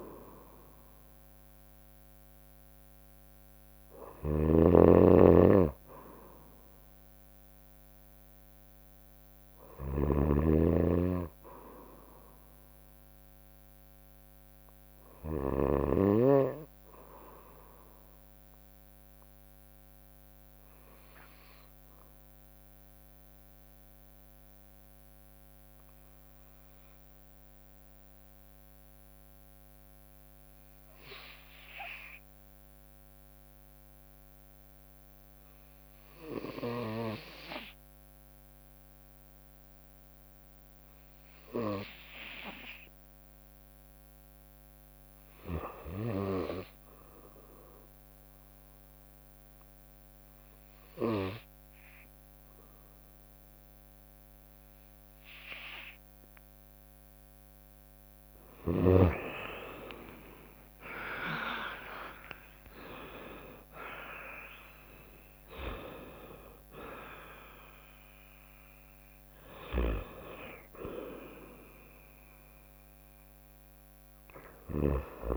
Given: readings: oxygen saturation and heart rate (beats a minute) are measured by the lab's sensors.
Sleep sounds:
breathing in sleep by a microphone on the trachea; 1
0.00-15.50 s: snoring (device-marked)
17.50-44.00 s: mixed apnea (oxygen 97% before, 87% lowest, heart rate 61 before, 56 extreme, up 1 after)
22.00-34.00 s: drop in pulse transit time (device-marked, heart rate 61 before, 58 extreme)
26.00-51.00 s: bradycardia (device-marked, heart rate 64 before, 56 extreme)
42.00-75.37 s: new sleep stage, REM sleep
47.00-73.00 s: oxygen desaturation (device-marked, oxygen 97% before, 87% lowest, heart rate 58 before, 59 extreme)
48.00-49.00 s: drop in pulse transit time (device-marked, heart rate 58 before, 56 extreme)
58.50-63.00 s: arousal
60.00-73.00 s: drop in pulse transit time (device-marked, heart rate 59 before, 65 extreme)
74.00-75.37 s: snoring (device-marked)
From the record:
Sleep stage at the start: N2 (light sleep); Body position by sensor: on the right side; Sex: female

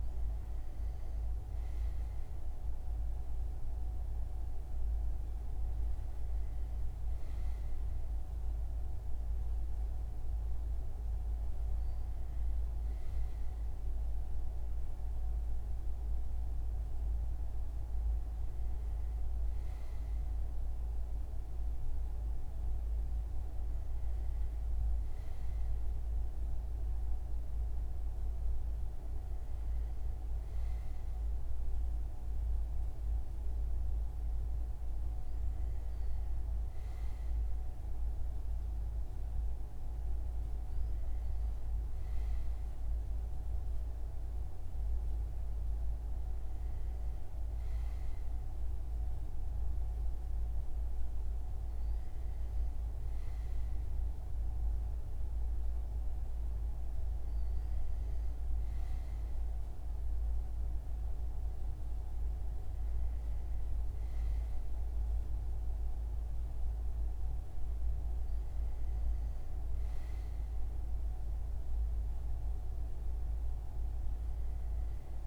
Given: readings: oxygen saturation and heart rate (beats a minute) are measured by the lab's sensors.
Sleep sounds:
breathing in sleep, hard to hear, by a room microphone; none
none scored
From the record:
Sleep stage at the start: N2 (light sleep); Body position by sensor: on the front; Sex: male

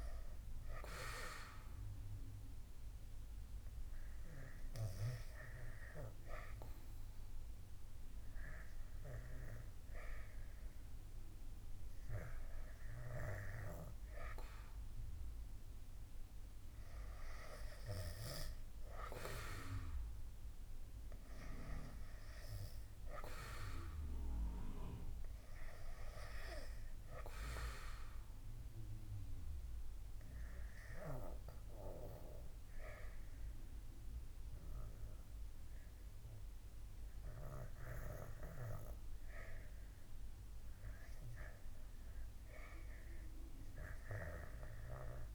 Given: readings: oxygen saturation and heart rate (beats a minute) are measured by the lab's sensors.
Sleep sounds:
breathing in sleep by a room microphone; 2
0.00-15.00 s: oxygen desaturation (device-marked, oxygen 91% lowest, heart rate 73 extreme)
1.00-13.50 s: hypopnea (oxygen 99% before, 88% lowest, heart rate 75 before, 73 extreme, up 8 after)
3.00-45.35 s: new sleep stage, REM sleep
17.50-21.50 s: arousal
28.00-39.00 s: obstructive apnea (oxygen 98% before, 86% lowest, heart rate 77 before, 75 extreme, up 3 after)
40.50-43.50 s: arousal
From the record:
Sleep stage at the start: N2 (light sleep); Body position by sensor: on the back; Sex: male

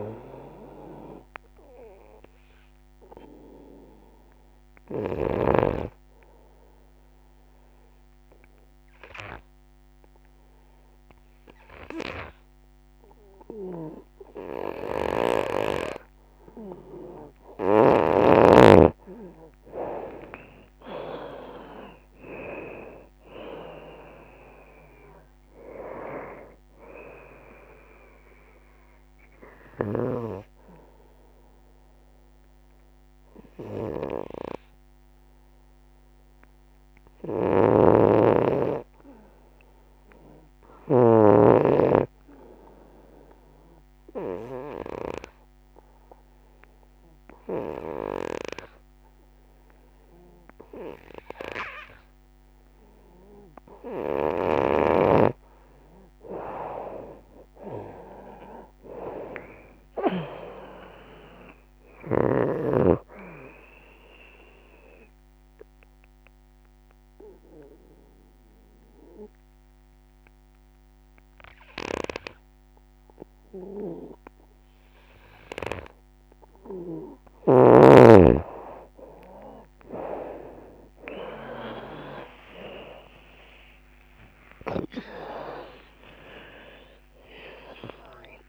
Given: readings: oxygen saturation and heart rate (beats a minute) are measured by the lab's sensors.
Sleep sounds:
breathing in sleep by a microphone on the trachea; 3
0.00-5.50 s: drop in pulse transit time (device-marked, heart rate 82 extreme)
1.50-15.50 s: oxygen desaturation (device-marked, oxygen 95% before, 88% lowest, heart rate 80 before, 58 extreme)
5.50-10.50 s: bradycardia (device-marked, heart rate 76 before, 59 extreme)
6.50-8.50 s: long interval between heartbeats (device-marked, heart rate 81 before, 80 extreme)
6.50-17.50 s: obstructive apnea (oxygen 95% before, 85% lowest, heart rate 81 before, 58 extreme, up 27 after)
18.00-20.00 s: long interval between heartbeats (device-marked, heart rate 76 before, 78 extreme)
18.50-22.50 s: arousal
19.50-31.50 s: drop in pulse transit time (device-marked, heart rate 75 before, 72 extreme)
20.50-42.50 s: oxygen desaturation (device-marked, oxygen 93% before, 85% lowest, heart rate 75 before, 64 extreme)
39.00-41.00 s: long interval between heartbeats (device-marked, heart rate 80 before, 80 extreme)
42.00-44.00 s: long interval between heartbeats (device-marked, heart rate 80 before, 72 extreme)
42.50-54.00 s: obstructive apnea (oxygen 94% before, 85% lowest, heart rate 80 before, 72 extreme, up 29 after)
44.50-54.50 s: oxygen desaturation (device-marked, oxygen 96% before, 91% lowest, heart rate 79 before, 72 extreme)
55.00-59.00 s: arousal
56.50-66.50 s: drop in pulse transit time (device-marked, heart rate 73 before, 80 extreme)
56.50-75.50 s: oxygen desaturation (device-marked, oxygen 94% before, 86% lowest, heart rate 73 before, 72 extreme)
65.50-76.50 s: obstructive apnea (oxygen 96% before, 85% lowest, heart rate 80 before, 74 extreme, up 44 after)
78.50-82.00 s: arousal
81.50-83.50 s: long interval between heartbeats (device-marked, heart rate 81 before, 93 extreme)
81.50-88.49 s: drop in pulse transit time (device-marked, heart rate 81 before, 93 extreme)
83.50-88.49 s: oxygen desaturation (device-marked, oxygen 95% before, 85% lowest, heart rate 81 before, 66 extreme)
84.00-86.00 s: long interval between heartbeats (device-marked, heart rate 81 before, 116 extreme)
86.50-88.49 s: long interval between heartbeats (device-marked, heart rate 87 before, 138 extreme)
From the record:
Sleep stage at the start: N2 (light sleep); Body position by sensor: on the right side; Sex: female

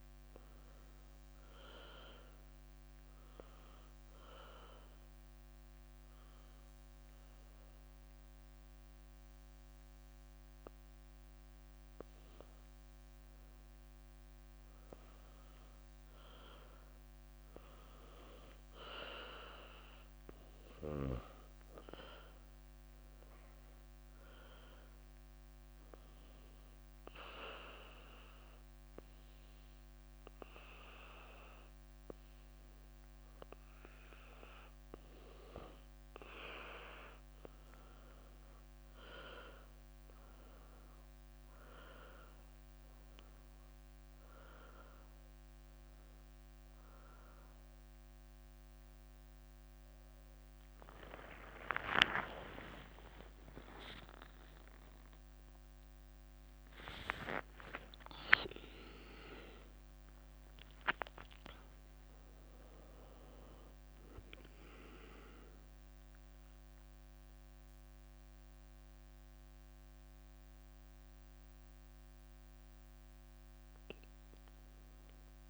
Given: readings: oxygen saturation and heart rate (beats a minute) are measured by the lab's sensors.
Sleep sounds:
a person partly awake in a sleep study, by a microphone on the trachea; 2
2.50-12.50 s: obstructive apnea (oxygen 98% before, 92% lowest, heart rate 68 before, 62 extreme, up 7 after)
9.00-11.00 s: leg movement (device-marked)
14.50-18.50 s: arousal
25.00-26.50 s: leg movement (device-marked)
25.50-37.00 s: hypopnea (oxygen 98% before, 92% lowest, heart rate 66 before, 66 extreme, up 10 after)
39.00-75.50 s: new sleep stage, awake
42.00-59.00 s: oxygen desaturation (device-marked, oxygen 96% before, 92% lowest, heart rate 70 before, 67 extreme)
50.50-58.00 s: leg movement (device-marked)
51.50-53.50 s: long interval between heartbeats (device-marked, heart rate 71 before, 76 extreme)
56.50-58.50 s: long interval between heartbeats (device-marked, heart rate 74 before, 90 extreme)
60.00-63.50 s: leg movement (device-marked)
From the record:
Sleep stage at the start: N2 (light sleep); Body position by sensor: on the back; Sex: female

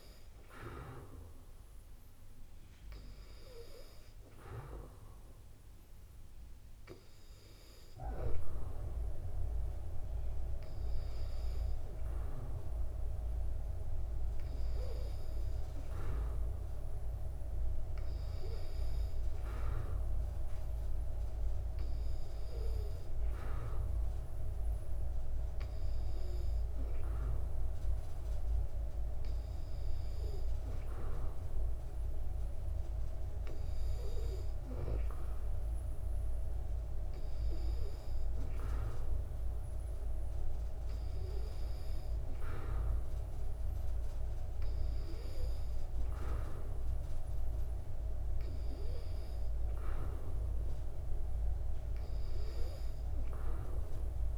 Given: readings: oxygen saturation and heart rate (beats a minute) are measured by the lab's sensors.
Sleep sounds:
breathing in sleep by a room microphone; none
none scored
From the record:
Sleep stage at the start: N2 (light sleep); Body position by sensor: on the back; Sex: female

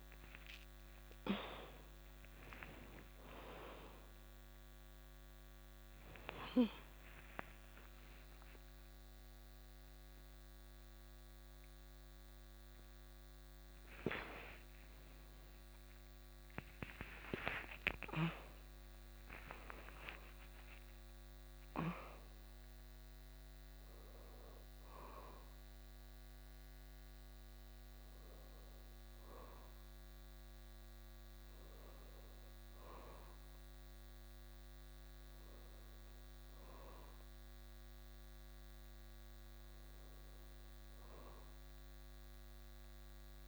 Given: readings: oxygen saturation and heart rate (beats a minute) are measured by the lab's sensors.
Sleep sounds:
a person awake in a sleep study, by a microphone on the trachea; none
none scored
From the record:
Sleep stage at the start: awake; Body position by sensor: on the back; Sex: female

